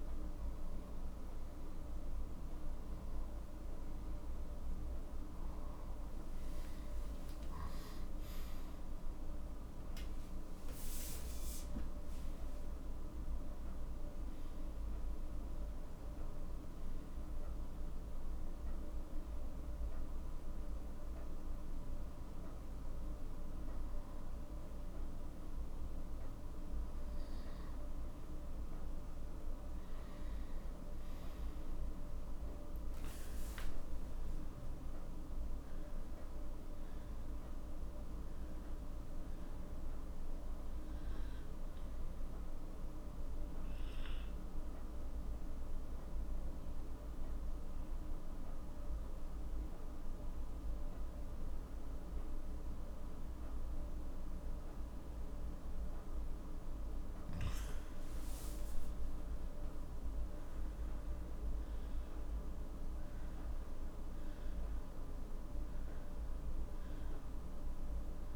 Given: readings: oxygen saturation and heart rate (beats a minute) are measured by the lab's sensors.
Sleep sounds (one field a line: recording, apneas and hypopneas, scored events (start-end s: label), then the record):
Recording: breathing in sleep, hard to hear, by a room microphone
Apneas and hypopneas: 1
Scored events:
0.00-3.50 s: arousal
36.00-40.50 s: arousal
44.00-55.50 s: obstructive apnea (oxygen 95% before, 90% lowest, heart rate 55 before, 42 extreme, up 14 after)
59.50-64.50 s: arousal
63.50-68.36 s: oxygen desaturation (device-marked, oxygen 95% before, 90% lowest, heart rate 51 before, 42 extreme)
From the record:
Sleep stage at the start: N1 (lightest sleep)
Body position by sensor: on the left side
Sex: male